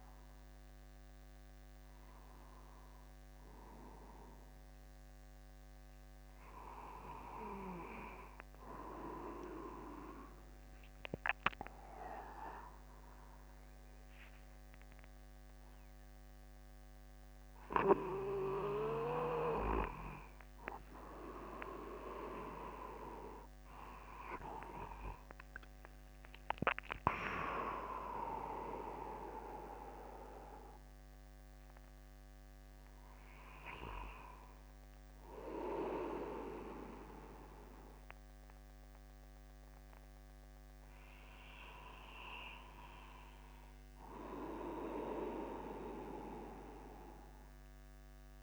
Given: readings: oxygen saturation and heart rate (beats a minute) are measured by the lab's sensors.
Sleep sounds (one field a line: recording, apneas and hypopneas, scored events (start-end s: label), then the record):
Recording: a person awake in a sleep study, by a microphone on the trachea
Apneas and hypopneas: none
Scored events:
none scored
From the record:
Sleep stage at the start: awake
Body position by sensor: upright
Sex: male